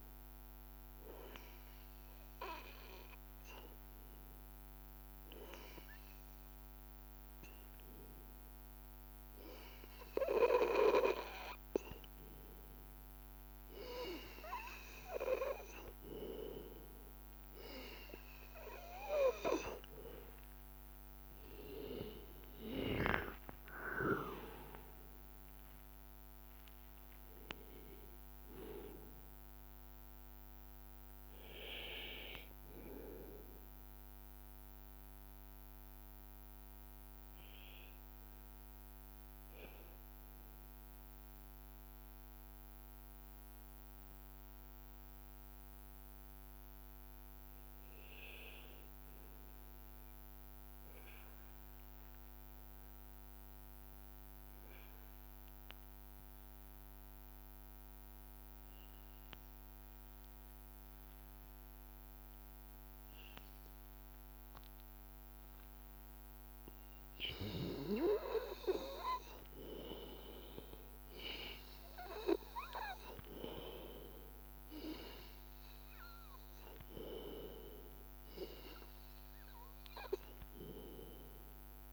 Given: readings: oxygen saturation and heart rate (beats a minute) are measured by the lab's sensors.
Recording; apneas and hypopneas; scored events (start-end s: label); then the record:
breathing in sleep by a microphone on the trachea; 1
20.50-24.50 s: arousal
33.00-63.50 s: hypopnea (oxygen 96% before, 93% lowest, heart rate 84 before, 82 extreme, up 1 after)
57.50-81.93 s: oxygen desaturation (device-marked, oxygen 99% before, 93% lowest, heart rate 83 before, 82 extreme)
66.00-69.00 s: arousal
From the record:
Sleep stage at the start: N2 (light sleep); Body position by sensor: on the back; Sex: male